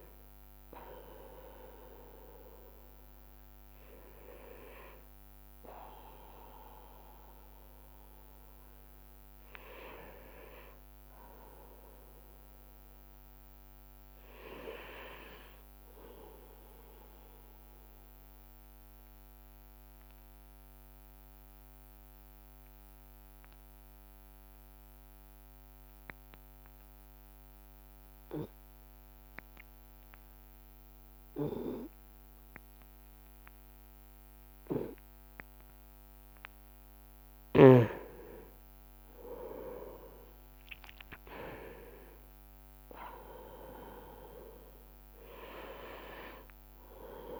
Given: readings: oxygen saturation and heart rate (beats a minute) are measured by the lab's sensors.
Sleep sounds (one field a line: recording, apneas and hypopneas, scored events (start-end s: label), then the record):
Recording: breathing in sleep by a microphone on the trachea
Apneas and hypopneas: 1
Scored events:
0.00-26.00 s: oxygen desaturation (device-marked, oxygen 85% lowest)
17.50-38.00 s: obstructive apnea (oxygen 96% before, 85% lowest)
18.00-47.40 s: new sleep stage, N2 (light sleep)
40.50-44.50 s: arousal
44.00-47.40 s: oxygen desaturation (device-marked, oxygen 98% before, 91% lowest)
From the record:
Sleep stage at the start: N1 (lightest sleep)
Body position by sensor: on the right side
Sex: male